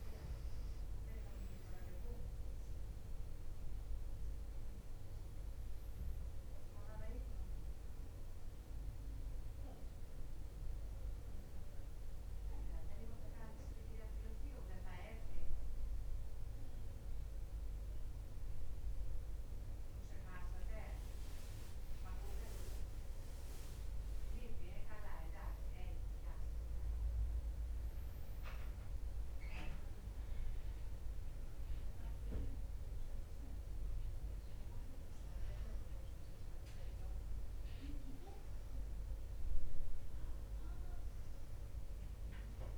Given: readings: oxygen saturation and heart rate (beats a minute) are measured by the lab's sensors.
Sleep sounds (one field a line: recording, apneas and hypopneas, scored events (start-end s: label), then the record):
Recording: breathing in sleep by a room microphone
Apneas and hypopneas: none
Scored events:
none scored
From the record:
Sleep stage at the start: N2 (light sleep)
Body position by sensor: on the back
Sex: female